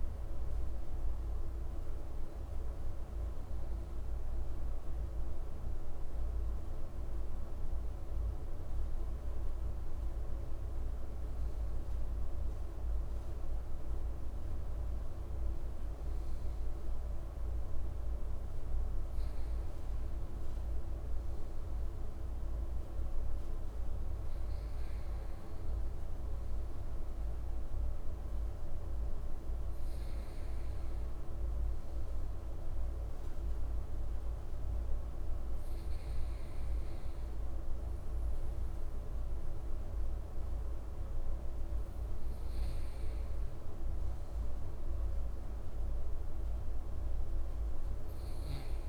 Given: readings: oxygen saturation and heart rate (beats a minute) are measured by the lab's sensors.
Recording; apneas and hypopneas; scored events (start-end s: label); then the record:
breathing in sleep, hard to hear, by a room microphone; none
none scored
From the record:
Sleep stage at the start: N2 (light sleep); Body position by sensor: on the right side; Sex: male